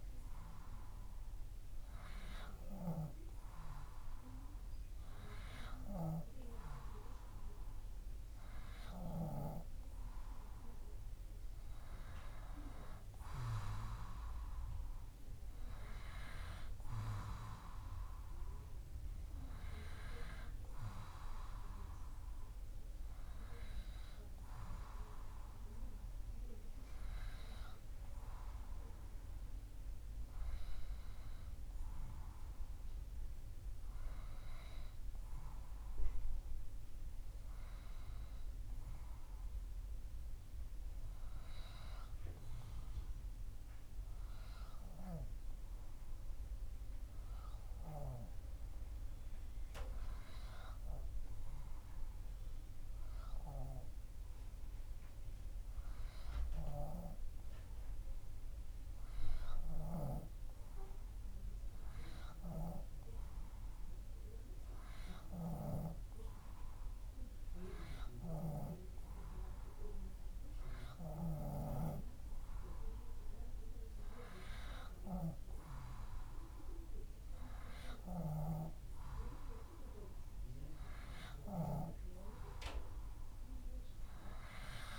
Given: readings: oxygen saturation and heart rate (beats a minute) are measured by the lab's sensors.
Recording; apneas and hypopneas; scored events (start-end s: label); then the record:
breathing in sleep by a room microphone; none
none scored
From the record:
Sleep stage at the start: N2 (light sleep); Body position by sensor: on the back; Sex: male